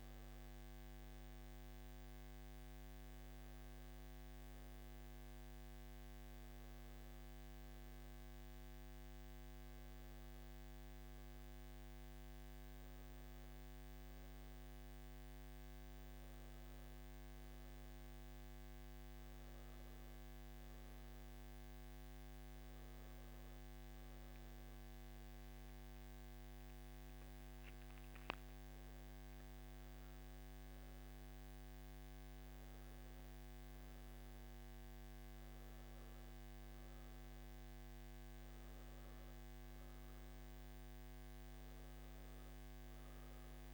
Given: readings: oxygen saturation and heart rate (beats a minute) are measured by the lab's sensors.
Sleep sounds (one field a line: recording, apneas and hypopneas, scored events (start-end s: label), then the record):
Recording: breathing in sleep, hard to hear, by a microphone on the trachea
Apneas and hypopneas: none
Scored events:
none scored
From the record:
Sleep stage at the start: N3 (deep sleep)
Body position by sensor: on the back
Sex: male